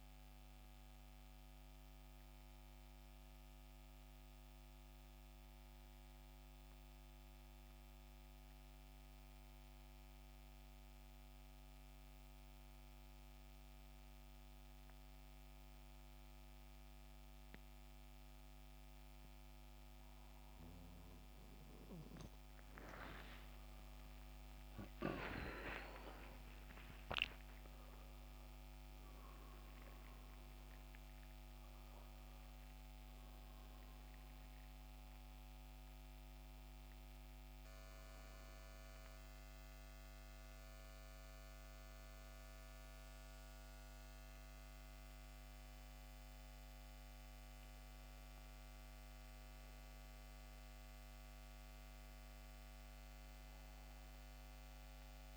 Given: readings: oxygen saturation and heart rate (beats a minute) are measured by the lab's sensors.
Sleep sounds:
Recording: breathing in sleep by a microphone on the trachea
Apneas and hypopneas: 1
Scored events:
0.00-10.50 s: oxygen desaturation (device-marked, oxygen 84% lowest, heart rate 66 extreme)
2.50-21.50 s: central apnea (oxygen 93% before, 83% lowest, heart rate 77 before, 66 extreme, up 17 after)
23.50-27.50 s: arousal
37.50-55.37 s: oxygen desaturation (device-marked, oxygen 91% before, 83% lowest, heart rate 77 before, 66 extreme)
From the record:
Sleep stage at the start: N2 (light sleep)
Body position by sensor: on the back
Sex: male

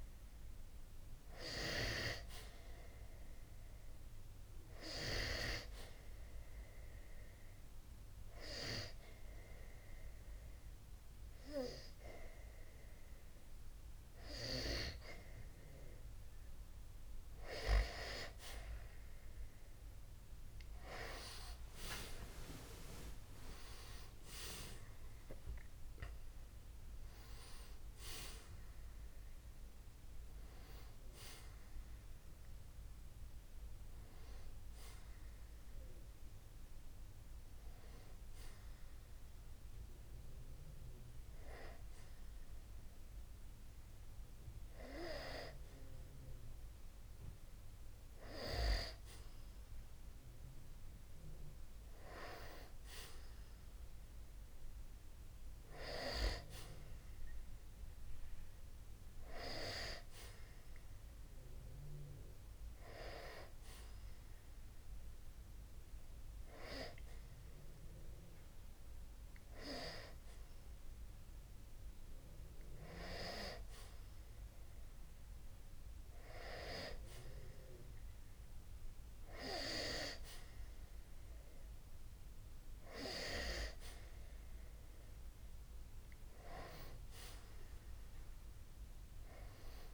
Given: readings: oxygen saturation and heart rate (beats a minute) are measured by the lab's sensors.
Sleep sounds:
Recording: breathing in sleep by a room microphone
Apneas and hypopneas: 1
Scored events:
8.00-18.00 s: obstructive apnea (oxygen 94% before, 91% lowest, heart rate 61 before, 60 extreme, up 6 after)
21.00-26.50 s: arousal
From the record:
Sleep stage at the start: N2 (light sleep)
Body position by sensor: on the back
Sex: male

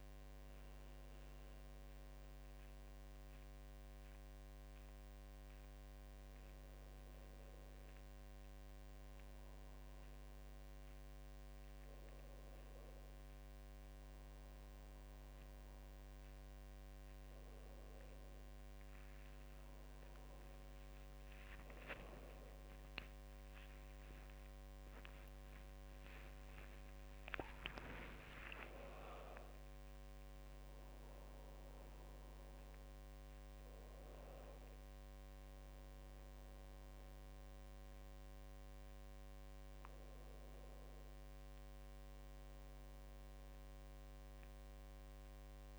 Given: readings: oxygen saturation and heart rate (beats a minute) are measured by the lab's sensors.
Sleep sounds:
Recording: breathing in sleep by a microphone on the trachea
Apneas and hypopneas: none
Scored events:
0.00-4.00 s: drop in pulse transit time (device-marked, heart rate 93 extreme)
24.50-27.50 s: arousal
28.00-39.00 s: drop in pulse transit time (device-marked, heart rate 80 before, 77 extreme)
From the record:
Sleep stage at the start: N1 (lightest sleep)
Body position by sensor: on the back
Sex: female

